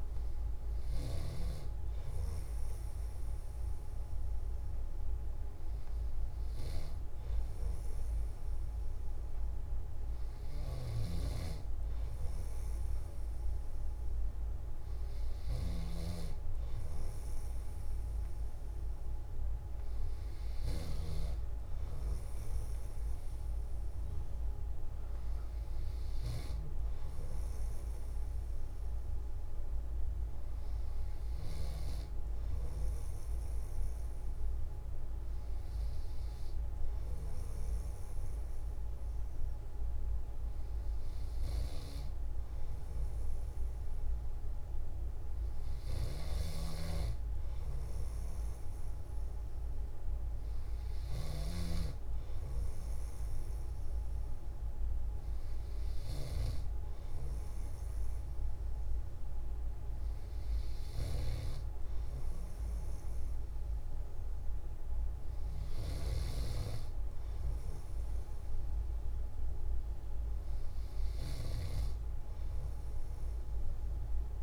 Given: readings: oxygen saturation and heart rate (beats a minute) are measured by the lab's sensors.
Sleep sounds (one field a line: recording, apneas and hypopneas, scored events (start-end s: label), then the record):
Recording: breathing in sleep by a room microphone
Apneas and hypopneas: none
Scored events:
26.00-74.43 s: new sleep stage, N1 (lightest sleep)
From the record:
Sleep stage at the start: N3 (deep sleep)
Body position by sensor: on the back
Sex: male